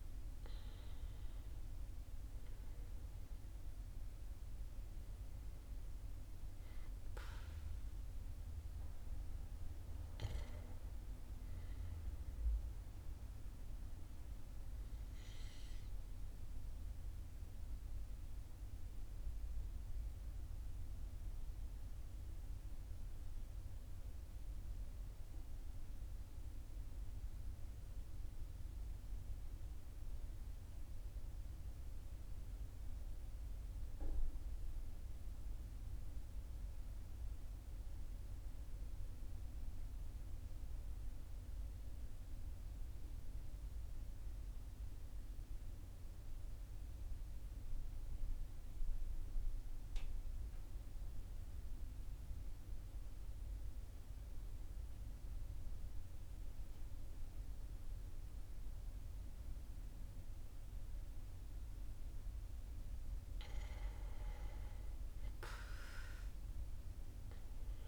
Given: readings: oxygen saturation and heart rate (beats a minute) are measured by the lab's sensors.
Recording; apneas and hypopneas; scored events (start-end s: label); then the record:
breathing in sleep, hard to hear, by a room microphone; 1
9.00-29.00 s: oxygen desaturation (device-marked, oxygen 97% before, 92% lowest, heart rate 43 before, 38 extreme)
18.50-61.50 s: mixed apnea (oxygen 98% before, 93% lowest, heart rate 42 before, 38 extreme, up 3 after)
59.00-67.88 s: oxygen desaturation (device-marked, oxygen 98% before, 94% lowest, heart rate 40 before, 42 extreme)
64.50-67.88 s: arousal
From the record:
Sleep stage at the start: N2 (light sleep); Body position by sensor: on the back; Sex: male